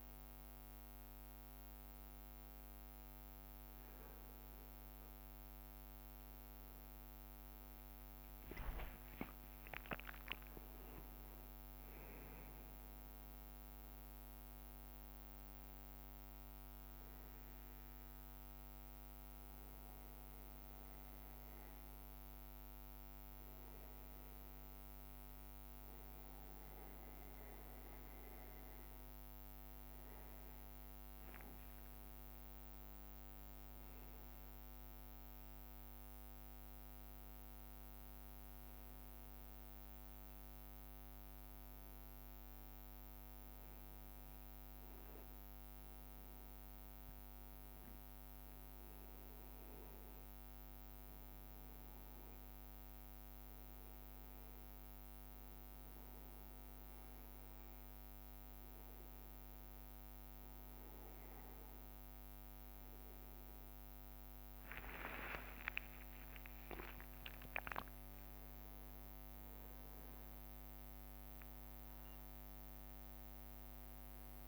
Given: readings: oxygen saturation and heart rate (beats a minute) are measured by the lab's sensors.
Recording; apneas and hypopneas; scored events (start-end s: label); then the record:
a person awake in a sleep study, hard to hear, by a microphone on the trachea; none
8.00-12.50 s: leg movement (device-marked)
10.00-21.00 s: drop in pulse transit time (device-marked, heart rate 76 before, 69 extreme)
36.50-38.50 s: leg movement (device-marked)
45.00-46.50 s: leg movement (device-marked)
59.50-66.50 s: leg movement (device-marked)
64.00-69.00 s: tachycardia (device-marked, heart rate 70 before, 105 extreme)
67.00-69.00 s: long interval between heartbeats (device-marked, heart rate 68 before, 104 extreme)
70.00-74.48 s: leg movement (device-marked)
From the record:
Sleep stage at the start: awake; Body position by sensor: on the back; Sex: male